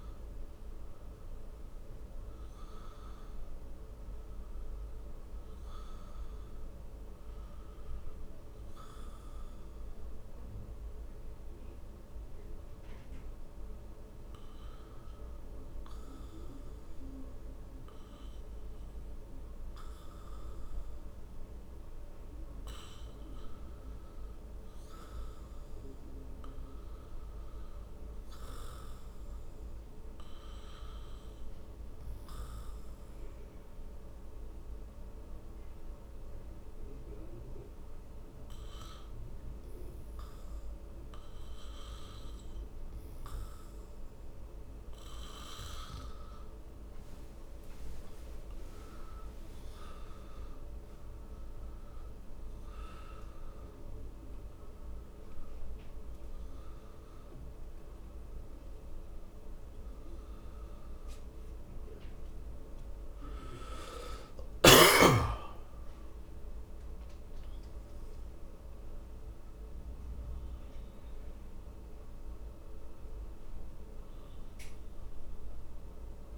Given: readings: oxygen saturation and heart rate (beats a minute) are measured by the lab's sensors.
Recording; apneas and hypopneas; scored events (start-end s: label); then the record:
breathing in sleep by a room microphone; 2
0.00-16.50 s: oxygen desaturation (device-marked, oxygen 86% lowest, heart rate 59 extreme)
11.00-26.50 s: obstructive apnea (oxygen 92% before, 86% lowest, heart rate 70 before, 61 extreme, up 6 after)
28.00-31.50 s: arousal
32.50-49.50 s: oxygen desaturation (device-marked, oxygen 96% before, 91% lowest, heart rate 63 before, 61 extreme)
36.50-50.50 s: hypopnea (oxygen 96% before, 88% lowest, heart rate 64 before, 61 extreme, up 15 after)
53.00-58.00 s: arousal
65.50-76.38 s: oxygen desaturation (device-marked, oxygen 91% before, 88% lowest, heart rate 71 before, 66 extreme)
74.50-76.38 s: new sleep stage, awake
From the record:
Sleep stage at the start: N2 (light sleep); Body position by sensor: on the back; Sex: male